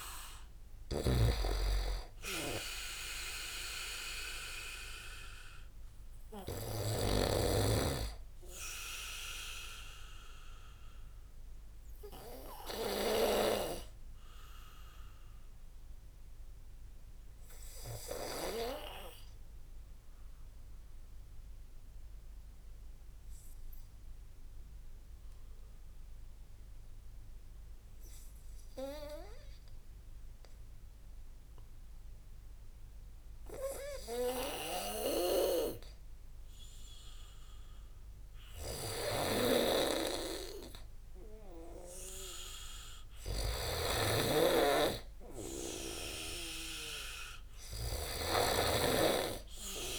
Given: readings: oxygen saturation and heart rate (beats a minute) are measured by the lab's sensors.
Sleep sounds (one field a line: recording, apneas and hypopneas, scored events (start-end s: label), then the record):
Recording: breathing in sleep by a room microphone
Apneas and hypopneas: 1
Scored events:
0.00-7.50 s: snoring (device-marked)
0.00-8.00 s: oxygen desaturation (device-marked, oxygen 92% lowest)
10.00-23.00 s: oxygen desaturation (device-marked, oxygen 94% before, 91% lowest)
11.00-38.00 s: obstructive apnea (oxygen 98% before, 91% lowest)
38.00-49.99 s: oxygen desaturation (device-marked, oxygen 98% before, 92% lowest)
39.00-49.99 s: snoring (device-marked)
40.00-43.00 s: arousal
From the record:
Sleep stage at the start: N2 (light sleep)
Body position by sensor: on the back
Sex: male